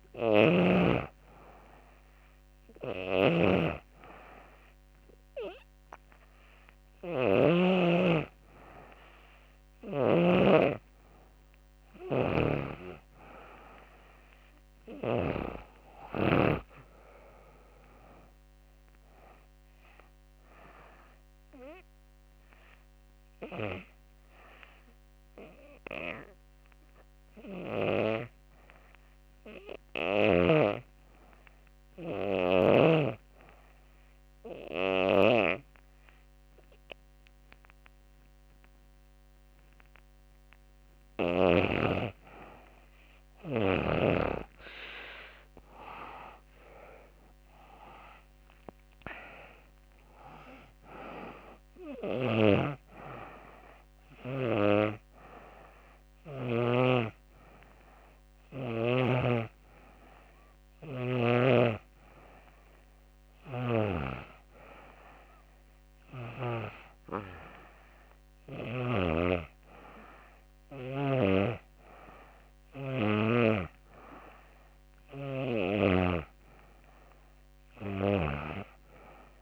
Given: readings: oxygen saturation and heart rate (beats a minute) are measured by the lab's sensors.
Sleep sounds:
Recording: breathing in sleep by a microphone on the trachea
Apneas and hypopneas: 1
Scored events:
0.00-3.00 s: oxygen desaturation (device-marked, oxygen 90% lowest, heart rate 86 extreme)
15.50-18.00 s: arousal
20.50-40.00 s: hypopnea (oxygen 94% before, 85% lowest, heart rate 87 before, 84 extreme, up 1 after)
34.00-61.00 s: oxygen desaturation (device-marked, oxygen 97% before, 85% lowest, heart rate 87 before, 84 extreme)
45.00-48.50 s: arousal
From the record:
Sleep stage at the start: N2 (light sleep)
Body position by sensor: on the back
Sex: female

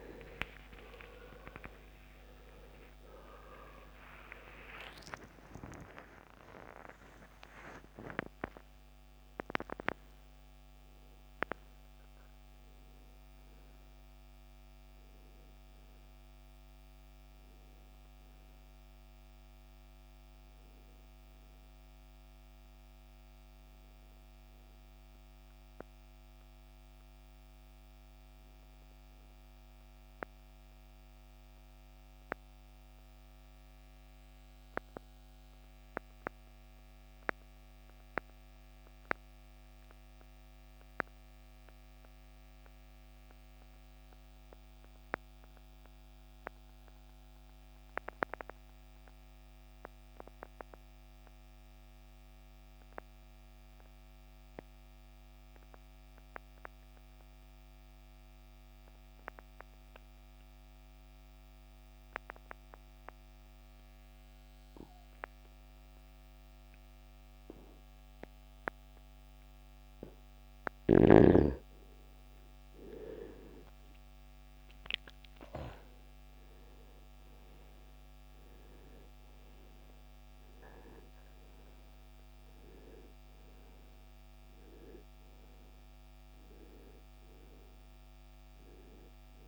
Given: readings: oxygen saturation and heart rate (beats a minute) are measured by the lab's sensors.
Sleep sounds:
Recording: breathing in sleep by a microphone on the trachea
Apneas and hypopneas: 1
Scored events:
0.00-5.00 s: arousal
0.00-10.50 s: oxygen desaturation (device-marked, oxygen 91% lowest, heart rate 49 extreme)
23.50-89.48 s: new sleep stage, N2 (light sleep)
30.50-71.00 s: mixed apnea (oxygen 93% before, 79% lowest, heart rate 84 before, 50 extreme, up 32 after)
72.50-77.50 s: arousal
79.50-89.48 s: oxygen desaturation (device-marked, oxygen 96% before, 80% lowest, heart rate 62 before, 47 extreme)
From the record:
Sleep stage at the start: N1 (lightest sleep)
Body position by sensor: on the right side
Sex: male

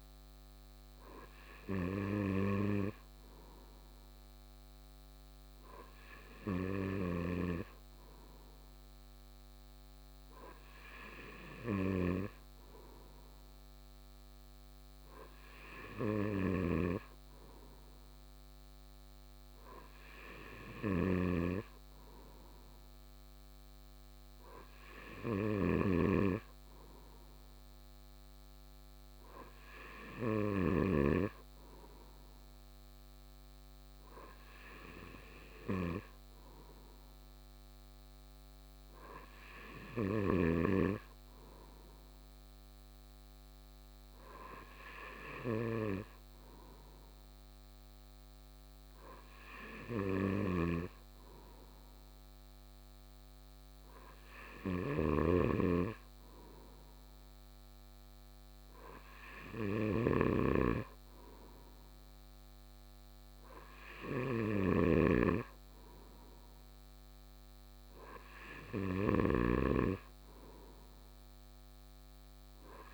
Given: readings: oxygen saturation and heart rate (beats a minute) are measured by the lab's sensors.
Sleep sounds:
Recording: breathing in sleep by a microphone on the trachea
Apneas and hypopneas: none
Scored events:
54.50-72.94 s: snoring (device-marked)
From the record:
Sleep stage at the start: N2 (light sleep)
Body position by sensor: on the right side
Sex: male

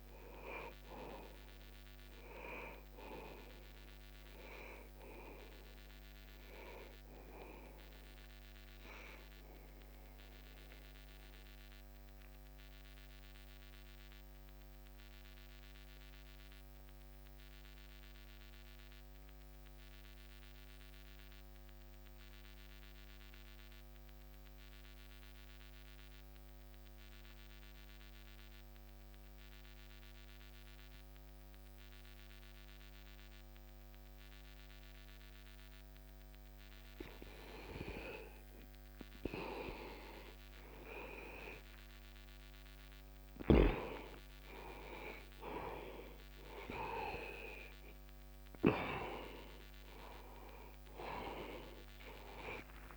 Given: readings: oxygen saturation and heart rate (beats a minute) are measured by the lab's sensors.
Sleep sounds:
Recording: breathing in sleep by a microphone on the trachea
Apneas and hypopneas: 1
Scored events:
0.00-31.00 s: oxygen desaturation (device-marked, oxygen 87% lowest, heart rate 60 extreme)
5.00-9.00 s: arousal
11.50-38.50 s: mixed apnea (oxygen 97% before, 85% lowest, heart rate 60 before, 60 extreme, up 0 after)
40.50-45.00 s: arousal
50.00-52.97 s: oxygen desaturation (device-marked, oxygen 98% before, 85% lowest, heart rate 60 before, 60 extreme)
From the record:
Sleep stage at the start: N2 (light sleep)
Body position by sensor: on the back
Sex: male

